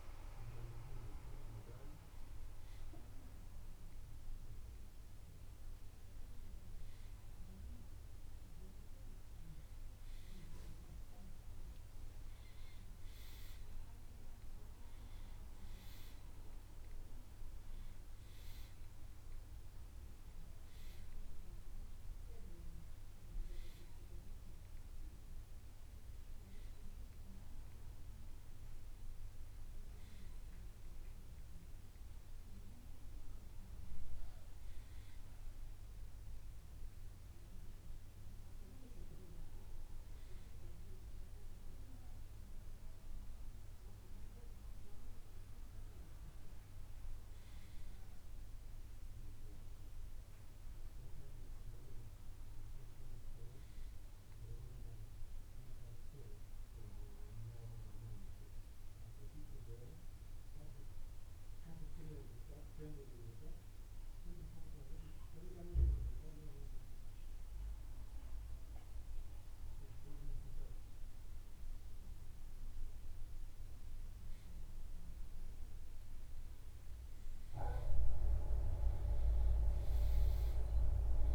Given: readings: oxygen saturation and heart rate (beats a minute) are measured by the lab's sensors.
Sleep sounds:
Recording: breathing in sleep by a room microphone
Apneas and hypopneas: 1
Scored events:
55.50-81.35 s: new sleep stage, REM sleep
62.00-72.50 s: obstructive apnea (oxygen 95% before, 88% lowest, heart rate 72 before, 65 extreme, up 4 after)
78.00-81.35 s: arousal
From the record:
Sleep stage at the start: N1 (lightest sleep)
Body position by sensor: on the back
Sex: male

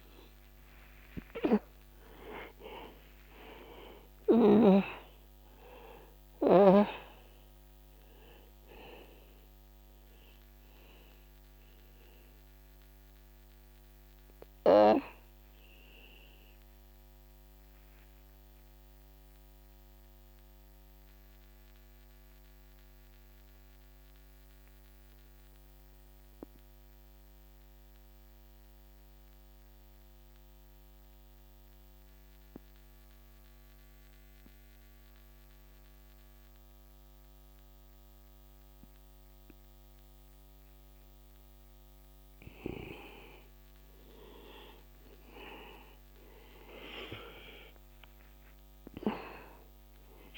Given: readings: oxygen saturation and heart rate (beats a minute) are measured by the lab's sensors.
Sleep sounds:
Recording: breathing in sleep by a microphone on the trachea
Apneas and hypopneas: 1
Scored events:
0.00-36.00 s: oxygen desaturation (device-marked, oxygen 83% lowest, heart rate 52 extreme)
7.50-43.50 s: obstructive apnea (oxygen 98% before, 83% lowest, heart rate 58 before, 52 extreme, up 0 after)
47.00-50.38 s: arousal
From the record:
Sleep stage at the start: N2 (light sleep)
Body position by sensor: on the back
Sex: male

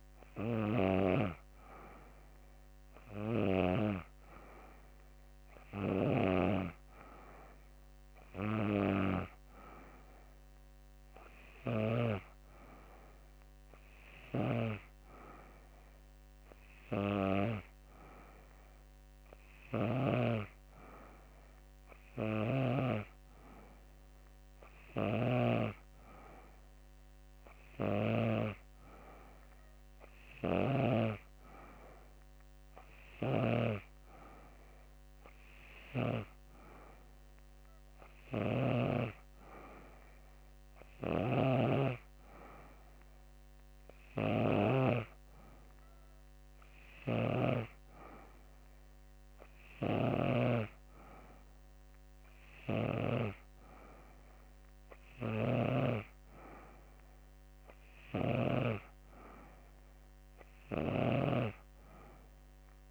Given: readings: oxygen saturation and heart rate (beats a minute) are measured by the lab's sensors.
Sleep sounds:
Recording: breathing in sleep by a microphone on the trachea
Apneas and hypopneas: none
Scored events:
37.50-41.00 s: snoring (device-marked)
49.00-62.91 s: snoring (device-marked)
From the record:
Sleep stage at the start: N3 (deep sleep)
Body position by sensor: on the back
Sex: female

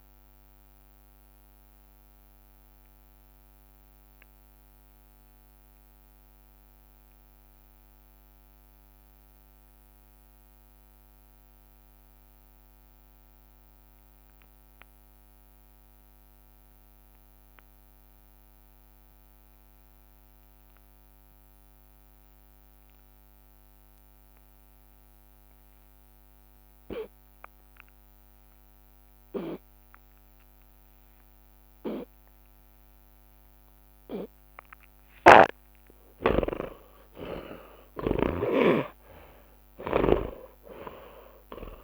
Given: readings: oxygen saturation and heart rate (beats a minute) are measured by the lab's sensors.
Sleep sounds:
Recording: breathing in sleep by a microphone on the trachea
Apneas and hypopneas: 1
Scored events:
0.00-15.00 s: oxygen desaturation (device-marked, oxygen 94% before, 82% lowest)
0.50-28.50 s: obstructive apnea (oxygen 97% before, 81% lowest)
11.50-13.50 s: long interval between heartbeats (device-marked, heart rate 66 before, 58 extreme)
12.00-14.00 s: drop in pulse transit time (device-marked, heart rate 65 before, 58 extreme)
18.00-20.00 s: long interval between heartbeats (device-marked)
23.00-25.00 s: long interval between heartbeats (device-marked, heart rate 48 before, 39 extreme)
28.00-30.00 s: long interval between heartbeats (device-marked, heart rate 42 before, 28 extreme)
29.00-38.00 s: oxygen desaturation (device-marked, oxygen 99% before, 96% lowest)
35.00-38.50 s: snoring (device-marked)
35.50-37.50 s: long interval between heartbeats (device-marked, heart rate 31 before, 41 extreme)
35.50-41.00 s: arousal
39.50-41.50 s: long interval between heartbeats (device-marked, heart rate 31 before, 45 extreme)
From the record:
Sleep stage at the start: N2 (light sleep)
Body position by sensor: on the back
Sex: male

